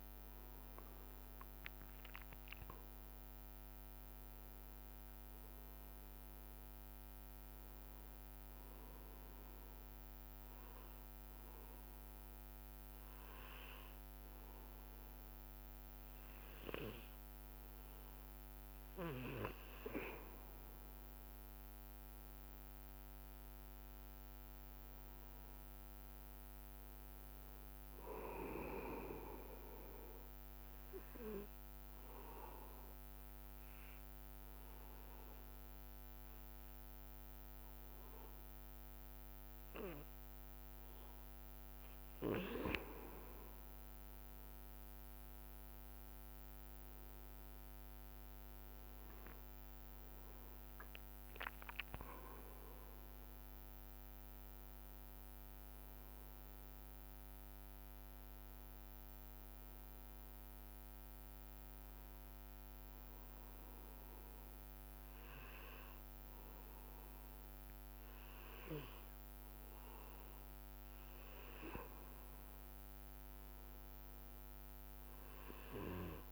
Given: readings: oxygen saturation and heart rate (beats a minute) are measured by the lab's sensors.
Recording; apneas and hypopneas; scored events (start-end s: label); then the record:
breathing in sleep by a microphone on the trachea; 3
0.00-17.00 s: oxygen desaturation (device-marked, oxygen 91% lowest, heart rate 57 extreme)
10.00-20.50 s: obstructive apnea (oxygen 99% before, 91% lowest, heart rate 66 before, 57 extreme, up 3 after)
22.50-27.00 s: arousal
32.00-43.00 s: obstructive apnea (oxygen 98% before, 92% lowest, heart rate 62 before, 62 extreme, up 4 after)
45.50-50.50 s: arousal
50.00-70.00 s: oxygen desaturation (device-marked, oxygen 98% before, 92% lowest, heart rate 61 before, 58 extreme)
60.50-72.00 s: hypopnea (oxygen 98% before, 92% lowest, heart rate 64 before, 58 extreme, up 1 after)
73.50-76.00 s: arousal
From the record:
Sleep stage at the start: N2 (light sleep); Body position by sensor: on the back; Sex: male